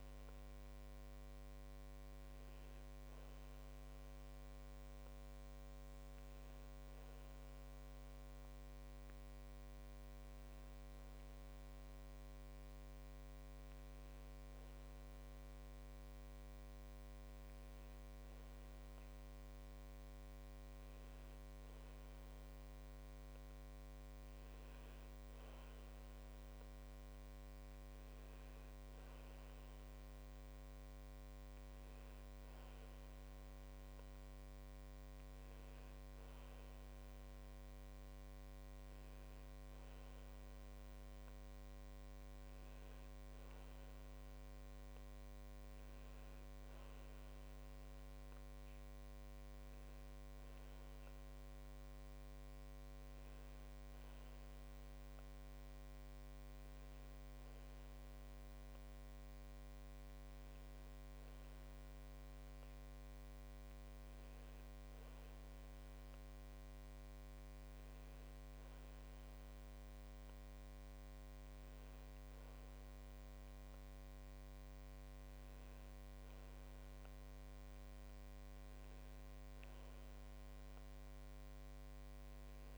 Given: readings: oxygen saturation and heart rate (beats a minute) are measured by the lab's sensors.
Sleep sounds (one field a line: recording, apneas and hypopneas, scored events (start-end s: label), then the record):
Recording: breathing in sleep, hard to hear, by a microphone on the trachea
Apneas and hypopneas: 1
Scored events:
5.00-18.00 s: hypopnea (oxygen 98% before, 96% lowest)
20.00-25.00 s: arousal
From the record:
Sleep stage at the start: N2 (light sleep)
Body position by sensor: on the back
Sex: male